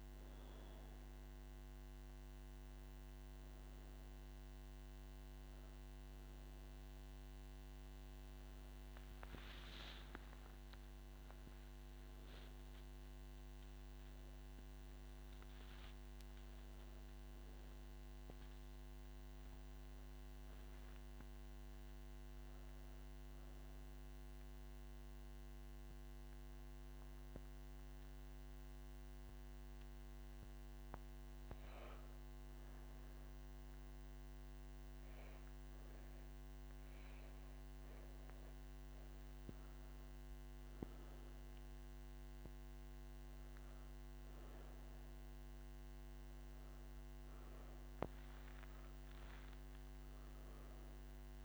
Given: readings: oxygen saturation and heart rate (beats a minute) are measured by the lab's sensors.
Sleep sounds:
breathing in sleep, hard to hear, by a microphone on the trachea; 1
18.00-28.00 s: oxygen desaturation (device-marked, oxygen 97% before, 94% lowest)
25.50-39.00 s: hypopnea (oxygen 98% before, 94% lowest)
From the record:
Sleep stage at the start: N1 (lightest sleep); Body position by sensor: on the right side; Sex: female

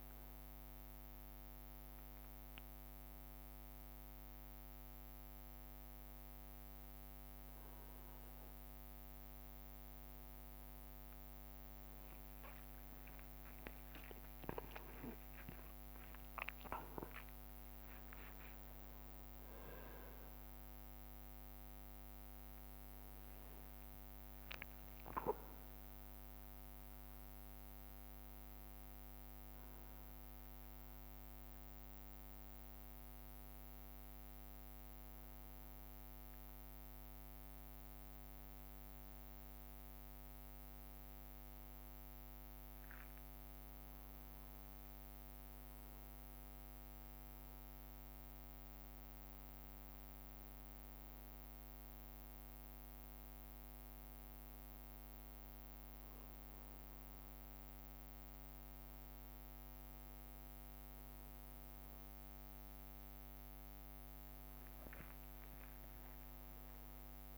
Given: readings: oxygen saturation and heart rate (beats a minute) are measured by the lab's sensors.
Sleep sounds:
a person awake in a sleep study, hard to hear, by a microphone on the trachea; none
12.50-14.50 s: long interval between heartbeats (device-marked, heart rate 65 before, 85 extreme)
15.50-24.50 s: leg movement (device-marked)
16.50-30.50 s: drop in pulse transit time (device-marked, heart rate 69 before, 71 extreme)
65.50-67.38 s: leg movement (device-marked)
65.50-67.38 s: long interval between heartbeats (device-marked, heart rate 62 before, 71 extreme)
From the record:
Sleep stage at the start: awake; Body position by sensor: on the back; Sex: male

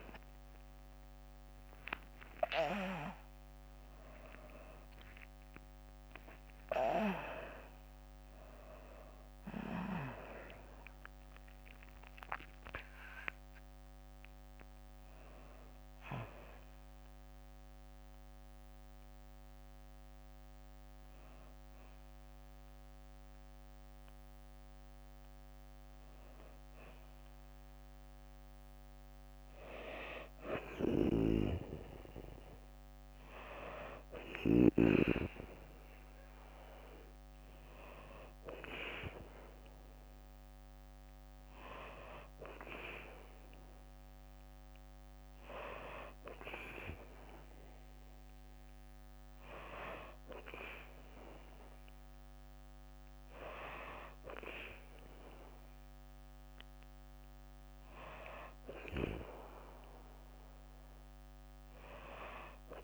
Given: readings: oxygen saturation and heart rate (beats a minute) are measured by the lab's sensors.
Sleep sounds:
a person partly awake in a sleep study, by a microphone on the trachea; none
0.00-1.00 s: long interval between heartbeats (device-marked, heart rate 122 extreme)
0.00-4.00 s: tachycardia (device-marked, heart rate 172 extreme)
0.00-21.00 s: drop in pulse transit time (device-marked, heart rate 65 extreme)
3.00-5.00 s: long interval between heartbeats (device-marked, heart rate 117 before, 107 extreme)
5.00-7.00 s: long interval between heartbeats (device-marked, heart rate 121 before, 108 extreme)
9.00-11.00 s: long interval between heartbeats (device-marked, heart rate 127 before, 97 extreme)
24.00-62.83 s: new sleep stage, N2 (light sleep)
From the record:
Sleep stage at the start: awake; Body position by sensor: on the back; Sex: female

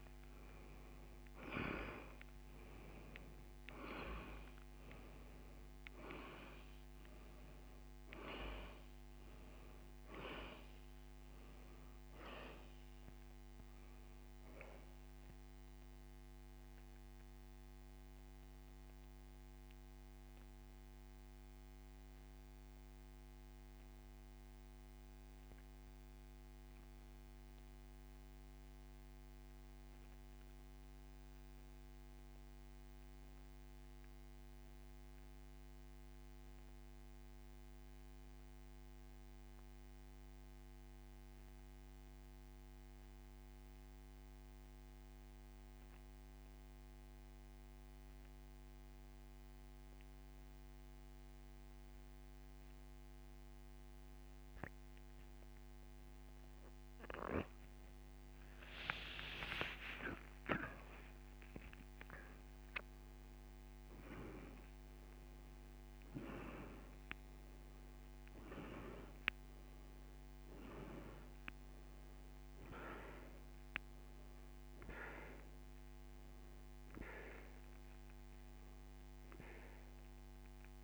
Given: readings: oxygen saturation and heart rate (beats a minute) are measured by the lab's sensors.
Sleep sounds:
breathing in sleep by a microphone on the trachea; 1
2.00-16.00 s: oxygen desaturation (device-marked, oxygen 97% before, 93% lowest)
17.50-57.00 s: central apnea (oxygen 97% before, 84% lowest)
18.00-50.00 s: oxygen desaturation (device-marked, oxygen 95% before, 85% lowest)
59.00-63.00 s: arousal
70.00-80.84 s: oxygen desaturation (device-marked, oxygen 97% before, 84% lowest)
From the record:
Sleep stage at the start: N2 (light sleep); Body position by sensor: on the back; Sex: male

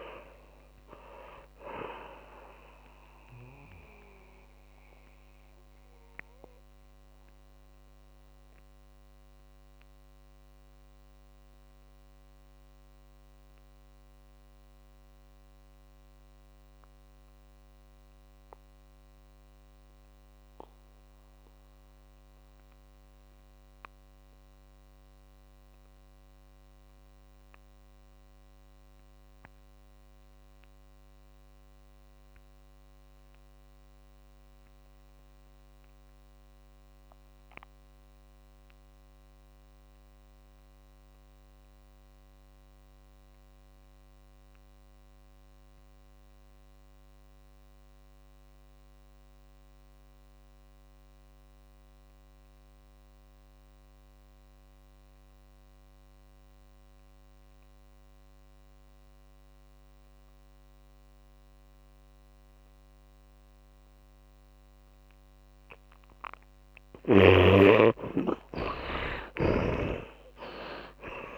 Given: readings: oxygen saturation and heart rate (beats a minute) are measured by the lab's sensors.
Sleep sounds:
breathing in sleep by a microphone on the trachea; 1
0.00-22.00 s: oxygen desaturation (device-marked, oxygen 64% lowest, heart rate 136 extreme)
0.00-71.37 s: tachycardia (device-marked)
4.00-66.50 s: mixed apnea (oxygen 84% before, 60% lowest, heart rate 176 before, 120 extreme, up 46 after)
29.00-71.37 s: oxygen desaturation (device-marked, oxygen 100% before, 60% lowest, heart rate 161 before, 120 extreme)
69.50-71.37 s: arousal
69.50-71.37 s: snoring (device-marked)
From the record:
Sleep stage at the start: REM sleep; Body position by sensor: on the back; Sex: male

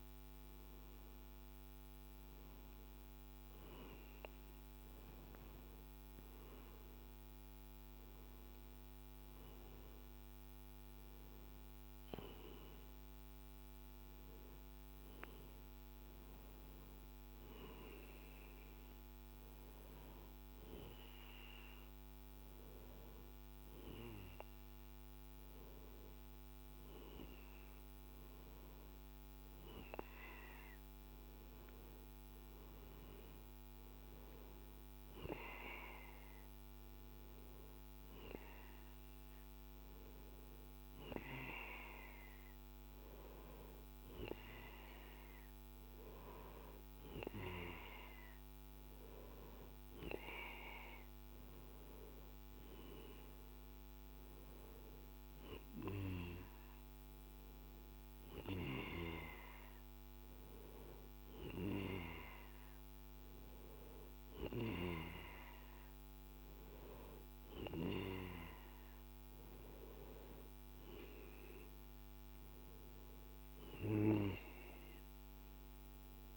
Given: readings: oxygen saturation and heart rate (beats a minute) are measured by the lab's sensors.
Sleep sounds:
breathing in sleep by a microphone on the trachea; none
none scored
From the record:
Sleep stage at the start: N2 (light sleep); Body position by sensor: on the right side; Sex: male

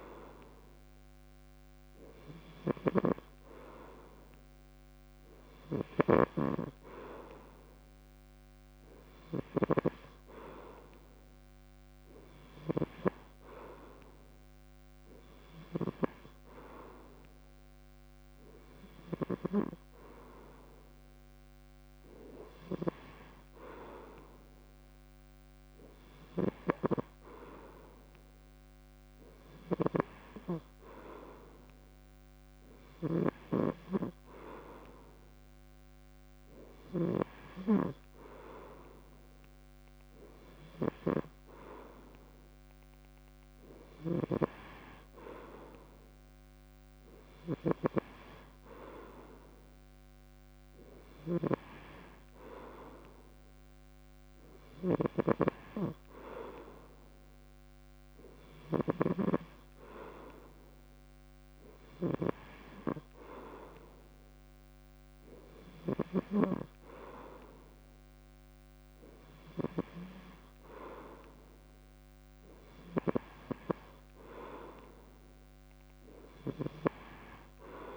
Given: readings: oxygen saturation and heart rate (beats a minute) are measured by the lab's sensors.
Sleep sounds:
breathing in sleep by a microphone on the trachea; none
2.50-9.50 s: snoring (device-marked)
32.50-41.00 s: snoring (device-marked)
47.00-66.00 s: snoring (device-marked)
From the record:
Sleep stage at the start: N3 (deep sleep); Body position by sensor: on the back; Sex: male

